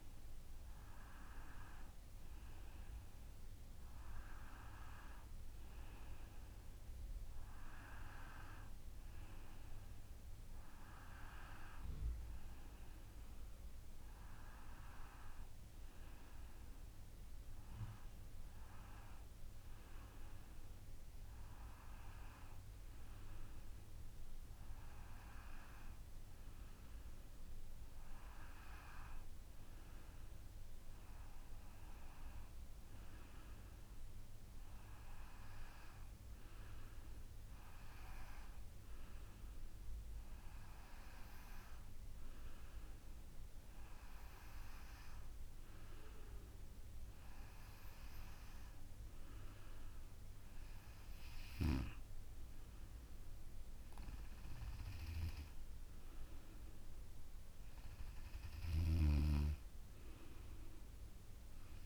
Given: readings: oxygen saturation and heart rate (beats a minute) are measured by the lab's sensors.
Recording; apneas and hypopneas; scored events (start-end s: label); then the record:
breathing in sleep by a room microphone; none
none scored
From the record:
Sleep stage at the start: N2 (light sleep); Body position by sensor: on the back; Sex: female